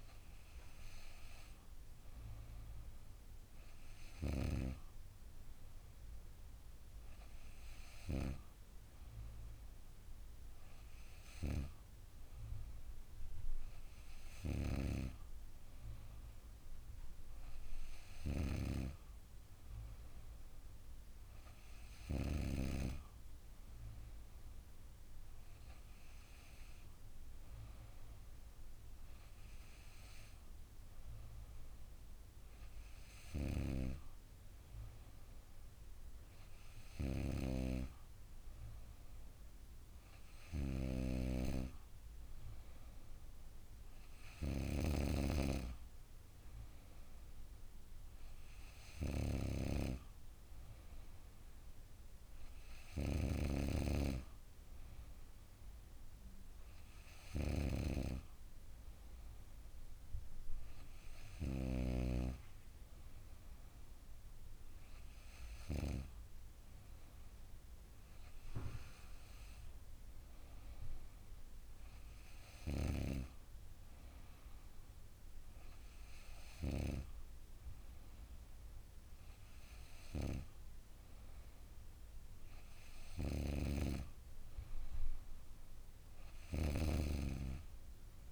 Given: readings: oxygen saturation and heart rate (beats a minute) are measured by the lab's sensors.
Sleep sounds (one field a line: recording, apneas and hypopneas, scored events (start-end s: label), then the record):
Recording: breathing in sleep by a room microphone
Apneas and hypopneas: none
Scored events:
none scored
From the record:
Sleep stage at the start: N2 (light sleep)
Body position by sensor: on the back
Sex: female